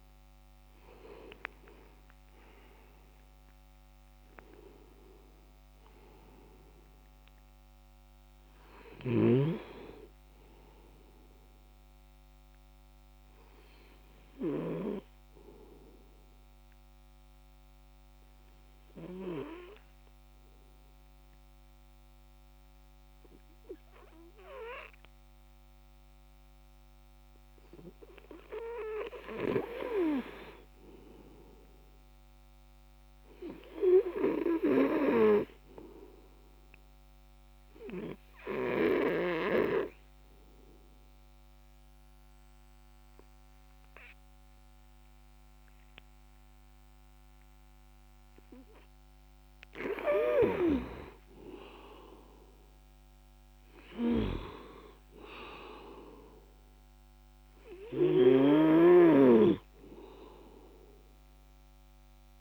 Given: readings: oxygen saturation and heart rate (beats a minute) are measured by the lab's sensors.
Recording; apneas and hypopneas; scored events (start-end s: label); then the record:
breathing in sleep by a microphone on the trachea; 2
0.00-5.00 s: arousal
14.50-26.50 s: obstructive apnea (oxygen 97% before, 93% lowest, heart rate 70 before, 57 extreme)
30.50-34.00 s: arousal
37.50-48.50 s: obstructive apnea (oxygen 98% before, 93% lowest, heart rate 65 before, 59 extreme, up 11 after)
51.00-55.50 s: arousal
57.50-62.41 s: snoring (device-marked)
From the record:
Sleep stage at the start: N2 (light sleep); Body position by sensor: on the back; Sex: male